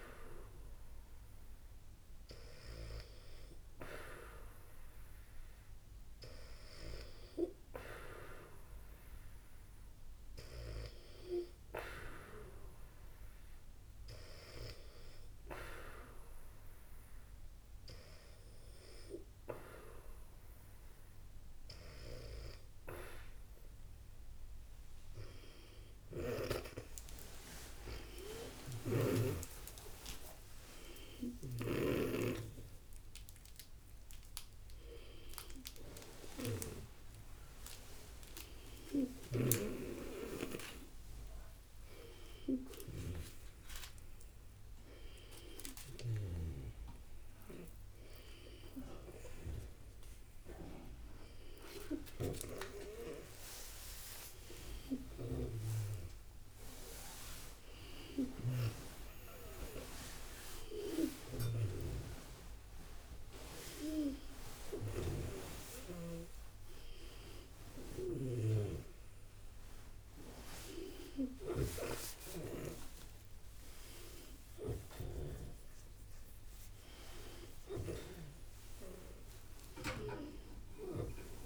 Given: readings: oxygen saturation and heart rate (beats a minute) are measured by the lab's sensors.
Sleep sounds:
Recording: a person awake in a sleep study, by a room microphone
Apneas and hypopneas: none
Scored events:
31.50-81.46 s: new sleep stage, awake
52.00-72.50 s: snoring (device-marked)
78.50-81.46 s: snoring (device-marked)
From the record:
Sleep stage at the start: N2 (light sleep)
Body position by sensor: on the back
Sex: female

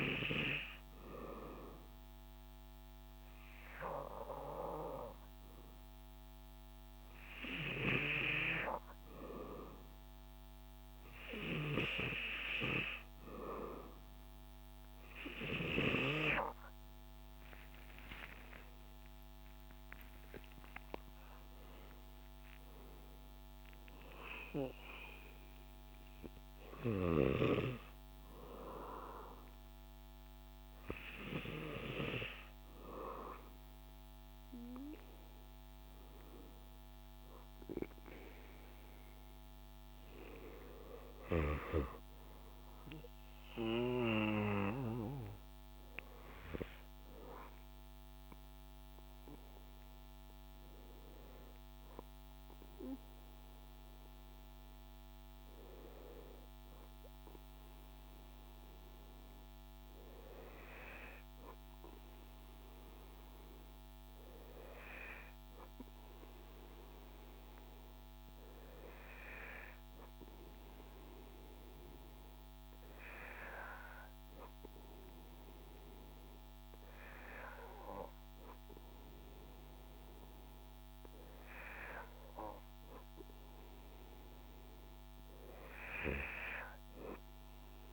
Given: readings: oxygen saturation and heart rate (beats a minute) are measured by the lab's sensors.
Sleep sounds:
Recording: breathing in sleep by a microphone on the trachea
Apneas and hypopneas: none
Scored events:
17.50-23.00 s: arousal
45.50-87.93 s: new sleep stage, N2 (light sleep)
From the record:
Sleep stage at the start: N3 (deep sleep)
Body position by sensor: on the back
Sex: male

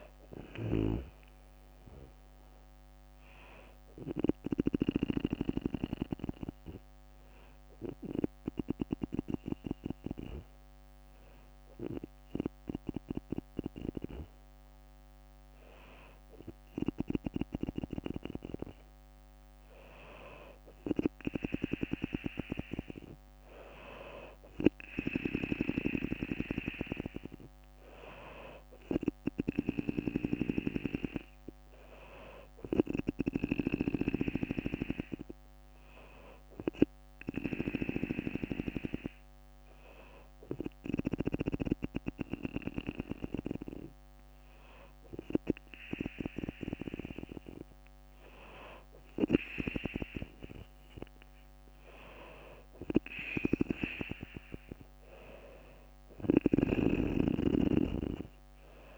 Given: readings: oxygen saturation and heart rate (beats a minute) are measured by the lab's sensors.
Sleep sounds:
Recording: breathing in sleep by a microphone on the trachea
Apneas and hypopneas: 1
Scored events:
0.00-8.00 s: drop in pulse transit time (device-marked, heart rate 59 extreme)
3.00-13.00 s: bradycardia (device-marked, heart rate 63 before, 58 extreme)
5.00-15.50 s: hypopnea (oxygen 96% before, 94% lowest, heart rate 64 before, 58 extreme, up 5 after)
18.50-21.50 s: arousal
27.00-40.00 s: drop in pulse transit time (device-marked, heart rate 60 before, 62 extreme)
54.00-57.00 s: arousal
55.50-58.98 s: snoring (device-marked)
From the record:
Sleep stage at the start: N2 (light sleep)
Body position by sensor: on the back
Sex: female

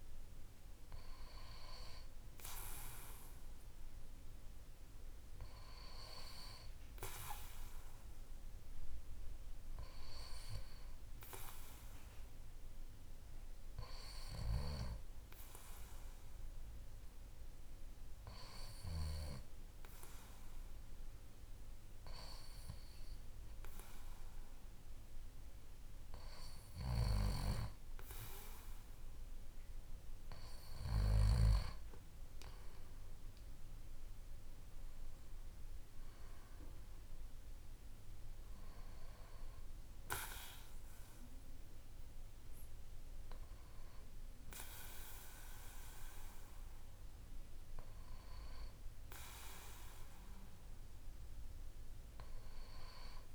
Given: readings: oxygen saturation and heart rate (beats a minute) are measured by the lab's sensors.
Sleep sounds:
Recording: breathing in sleep by a room microphone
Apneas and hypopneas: 1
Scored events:
7.50-29.50 s: hypopnea (oxygen 95% before, 93% lowest, heart rate 53 before, 52 extreme, up 3 after)
33.00-36.50 s: arousal
From the record:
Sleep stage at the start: N2 (light sleep)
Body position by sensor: on the back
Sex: male

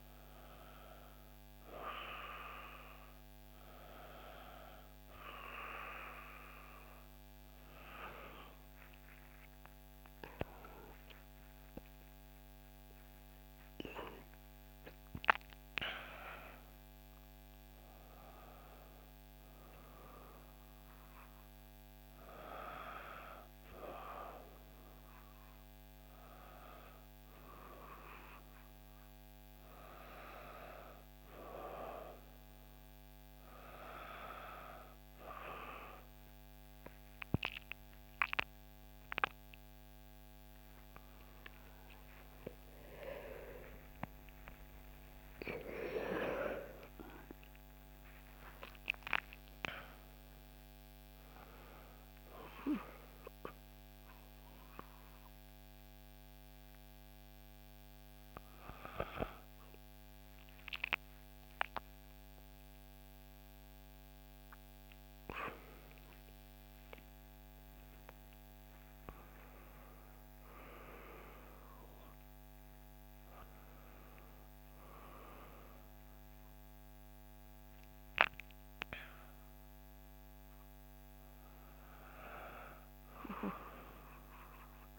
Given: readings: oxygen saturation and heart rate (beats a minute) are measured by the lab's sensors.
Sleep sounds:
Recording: a person awake in a sleep study, by a microphone on the trachea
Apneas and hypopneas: none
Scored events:
none scored
From the record:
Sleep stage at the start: awake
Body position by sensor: on the back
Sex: female

